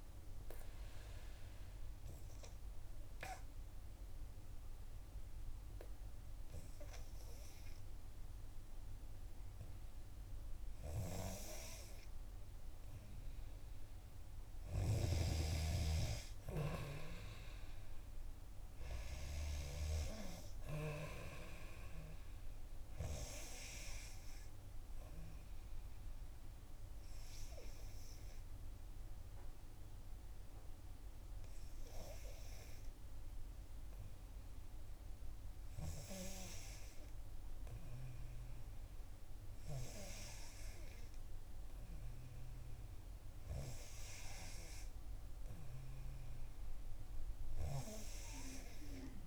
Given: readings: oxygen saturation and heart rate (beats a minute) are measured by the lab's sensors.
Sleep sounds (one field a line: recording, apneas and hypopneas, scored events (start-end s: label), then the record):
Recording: breathing in sleep by a room microphone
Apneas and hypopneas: 2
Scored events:
1.00-13.50 s: obstructive apnea (oxygen 94% before, 90% lowest, heart rate 63 before, 59 extreme, up 3 after)
14.50-17.50 s: arousal
21.50-37.50 s: oxygen desaturation (device-marked, oxygen 94% before, 90% lowest, heart rate 62 before, 60 extreme)
23.50-35.50 s: obstructive apnea (oxygen 94% before, 90% lowest, heart rate 61 before, 60 extreme, up 3 after)
38.00-42.00 s: arousal
From the record:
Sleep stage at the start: N2 (light sleep)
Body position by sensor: on the back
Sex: female